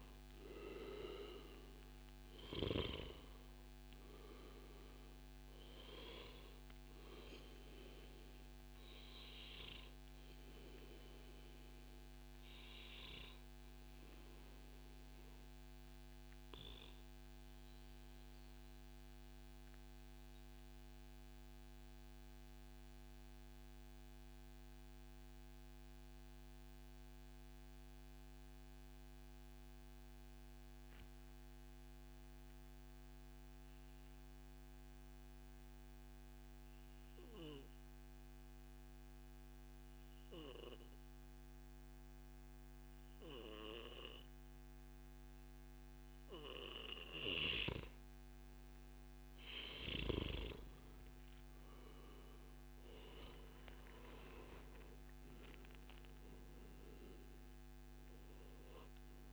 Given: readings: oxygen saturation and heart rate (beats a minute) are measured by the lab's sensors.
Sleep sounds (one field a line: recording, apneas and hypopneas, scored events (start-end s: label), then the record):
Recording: breathing in sleep by a microphone on the trachea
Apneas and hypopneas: 1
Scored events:
0.00-10.50 s: oxygen desaturation (device-marked, oxygen 93% lowest, heart rate 112 extreme)
12.00-48.50 s: obstructive apnea (oxygen 97% before, 92% lowest, heart rate 133 before, 98 extreme, up 32 after)
49.50-51.50 s: long interval between heartbeats (device-marked, heart rate 115 before, 114 extreme)
49.50-59.33 s: oxygen desaturation (device-marked, oxygen 98% before, 92% lowest, heart rate 115 before, 98 extreme)
51.50-56.00 s: arousal
From the record:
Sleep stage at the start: N2 (light sleep)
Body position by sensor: on the back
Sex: male